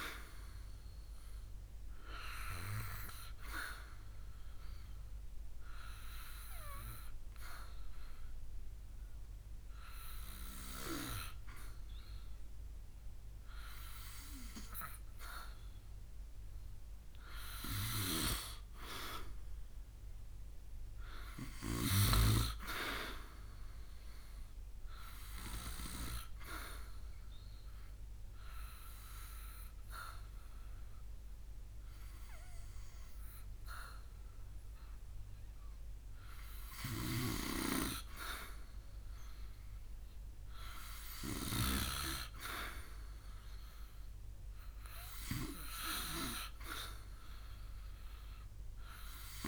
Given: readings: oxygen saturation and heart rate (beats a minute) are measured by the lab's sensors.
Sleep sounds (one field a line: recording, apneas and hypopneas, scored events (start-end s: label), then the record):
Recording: breathing in sleep by a room microphone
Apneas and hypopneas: 2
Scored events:
0.50-14.50 s: obstructive apnea (oxygen 95% before, 91% lowest, heart rate 71 before, 66 extreme, up 2 after)
18.00-21.00 s: arousal
25.00-37.50 s: obstructive apnea (oxygen 94% before, 90% lowest, heart rate 71 before, 65 extreme, up 2 after)
40.50-44.00 s: arousal
46.00-49.48 s: oxygen desaturation (device-marked, oxygen 95% before, 92% lowest, heart rate 68 before, 63 extreme)
From the record:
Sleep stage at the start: N2 (light sleep)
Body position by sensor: on the back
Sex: male